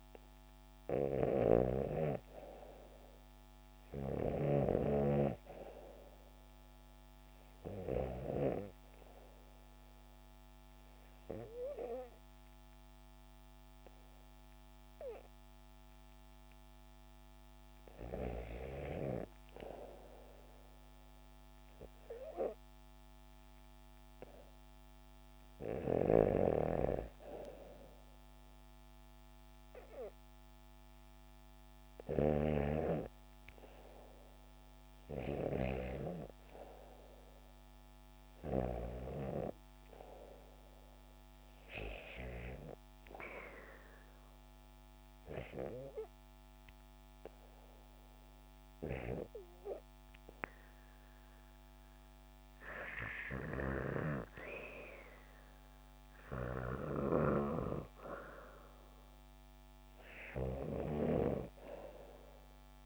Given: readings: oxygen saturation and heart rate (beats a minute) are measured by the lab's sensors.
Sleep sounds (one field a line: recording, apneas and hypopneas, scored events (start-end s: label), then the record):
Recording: breathing in sleep by a microphone on the trachea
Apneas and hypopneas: 1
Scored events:
8.50-18.50 s: obstructive apnea (oxygen 95% before, 91% lowest, heart rate 75 before, 74 extreme, up 0 after)
21.00-24.50 s: arousal
From the record:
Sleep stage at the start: REM sleep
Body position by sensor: on the back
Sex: female